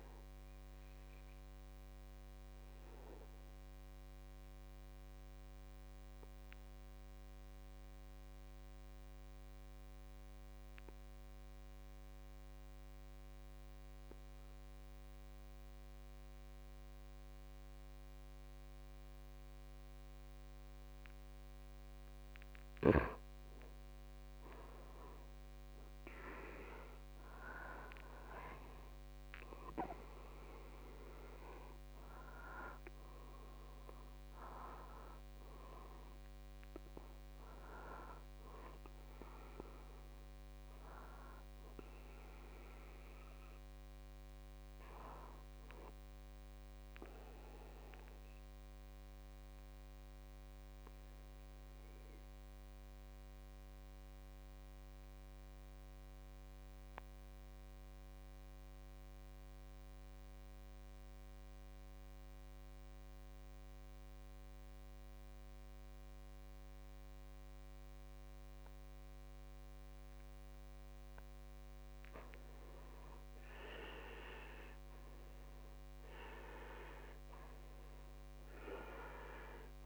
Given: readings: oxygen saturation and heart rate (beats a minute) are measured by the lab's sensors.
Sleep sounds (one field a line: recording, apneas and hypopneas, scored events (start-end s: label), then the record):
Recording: breathing in sleep by a microphone on the trachea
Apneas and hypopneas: 2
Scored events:
0.00-14.50 s: oxygen desaturation (device-marked, oxygen 79% lowest, heart rate 53 extreme)
1.00-22.00 s: obstructive apnea (oxygen 98% before, 79% lowest, heart rate 64 before, 53 extreme, up 14 after)
23.50-27.50 s: arousal
45.50-58.50 s: oxygen desaturation (device-marked, oxygen 95% before, 85% lowest, heart rate 66 before, 55 extreme)
46.50-70.00 s: obstructive apnea (oxygen 99% before, 83% lowest, heart rate 66 before, 55 extreme, up 14 after)
72.00-76.50 s: arousal
74.50-79.86 s: oxygen desaturation (device-marked, oxygen 99% before, 83% lowest, heart rate 58 before, 52 extreme)
From the record:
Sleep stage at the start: N2 (light sleep)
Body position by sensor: on the back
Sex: male